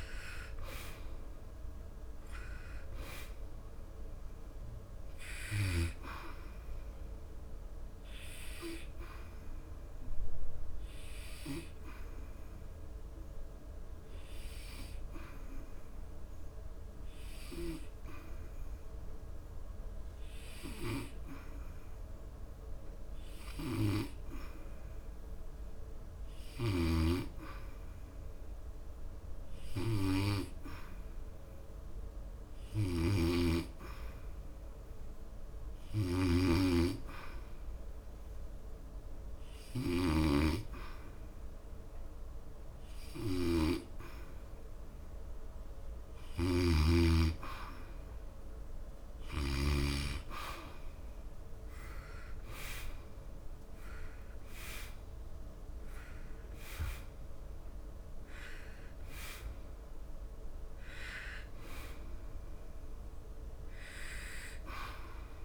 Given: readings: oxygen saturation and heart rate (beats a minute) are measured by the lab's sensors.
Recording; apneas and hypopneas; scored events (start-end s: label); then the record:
breathing in sleep by a room microphone; 1
1.00-4.50 s: arousal
7.00-47.00 s: hypopnea (oxygen 94% before, 91% lowest, heart rate 78 before, 71 extreme, up 12 after)
35.50-65.45 s: oxygen desaturation (device-marked, oxygen 98% before, 91% lowest, heart rate 75 before, 68 extreme)
48.00-50.50 s: arousal
From the record:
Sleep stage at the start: N2 (light sleep); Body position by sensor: on the back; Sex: male